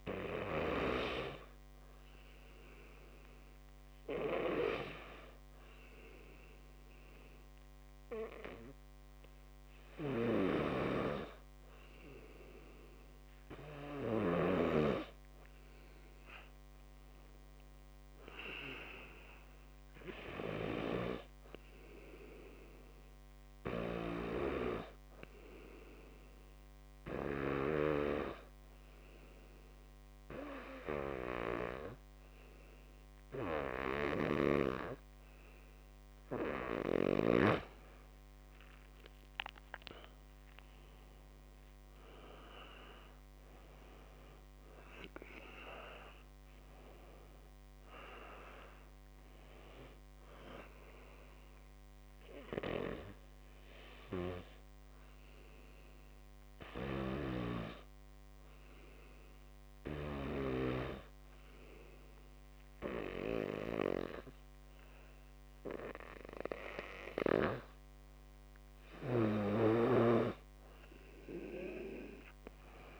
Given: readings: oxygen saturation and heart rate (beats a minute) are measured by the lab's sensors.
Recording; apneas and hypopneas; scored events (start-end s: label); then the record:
breathing in sleep by a microphone on the trachea; 3
6.50-16.50 s: obstructive apnea (oxygen 95% before, 91% lowest, heart rate 64 before, 53 extreme, up 3 after)
24.00-37.00 s: obstructive apnea (oxygen 95% before, 89% lowest, heart rate 61 before, 55 extreme, up 17 after)
39.00-42.50 s: arousal
45.50-57.50 s: oxygen desaturation (device-marked, oxygen 94% before, 91% lowest, heart rate 60 before, 56 extreme)
52.00-67.00 s: obstructive apnea (oxygen 94% before, 87% lowest, heart rate 63 before, 53 extreme, up 7 after)
70.50-73.00 s: arousal
From the record:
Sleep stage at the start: N2 (light sleep); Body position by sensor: on the back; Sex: male